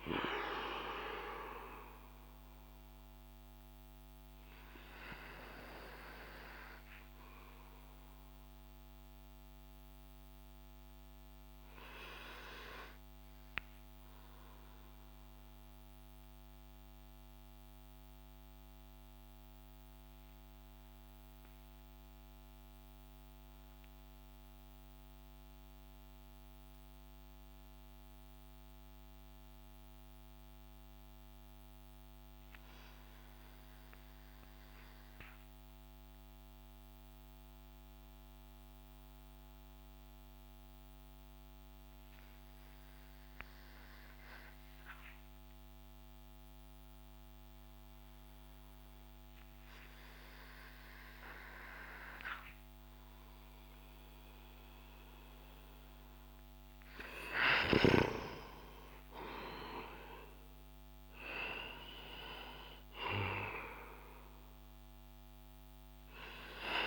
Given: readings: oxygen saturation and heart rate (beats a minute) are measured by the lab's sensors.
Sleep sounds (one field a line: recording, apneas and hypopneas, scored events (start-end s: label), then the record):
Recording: breathing in sleep by a microphone on the trachea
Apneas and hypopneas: 1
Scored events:
0.00-22.50 s: oxygen desaturation (device-marked, oxygen 88% lowest)
0.50-56.50 s: obstructive apnea (oxygen 97% before, 88% lowest)
51.50-66.87 s: oxygen desaturation (device-marked, oxygen 97% before, 90% lowest)
57.50-62.00 s: arousal
From the record:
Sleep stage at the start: N2 (light sleep)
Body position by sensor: on the back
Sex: male